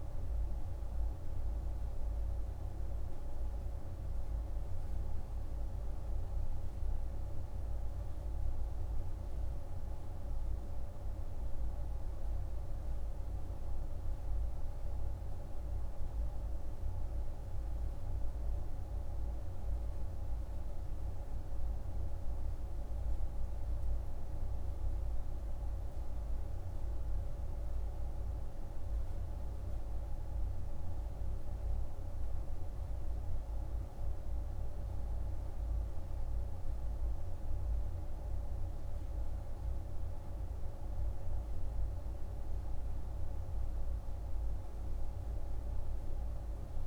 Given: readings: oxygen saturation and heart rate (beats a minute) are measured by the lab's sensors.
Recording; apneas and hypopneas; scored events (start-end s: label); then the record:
breathing in sleep, hard to hear, by a room microphone; 1
0.00-9.50 s: oxygen desaturation (device-marked, oxygen 94% lowest, heart rate 48 extreme)
11.00-21.00 s: central apnea (oxygen 98% before, 95% lowest, heart rate 53 before, 48 extreme, up 9 after)
22.00-25.50 s: arousal
From the record:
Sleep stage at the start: N2 (light sleep); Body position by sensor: on the right side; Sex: male